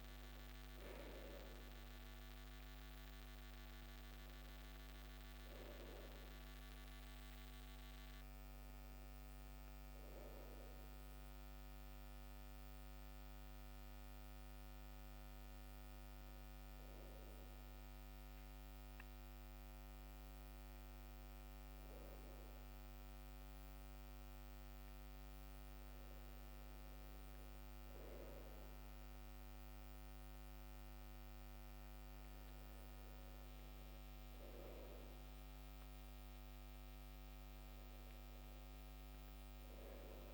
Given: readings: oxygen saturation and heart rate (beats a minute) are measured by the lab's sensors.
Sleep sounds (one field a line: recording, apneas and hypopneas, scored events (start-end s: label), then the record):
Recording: a person partly awake in a sleep study, hard to hear, by a microphone on the trachea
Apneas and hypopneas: none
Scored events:
0.00-2.50 s: oxygen desaturation (device-marked, oxygen 92% lowest, heart rate 38 extreme)
6.50-40.34 s: new sleep stage, N1 (lightest sleep)
From the record:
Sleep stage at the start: awake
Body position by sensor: on the back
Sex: male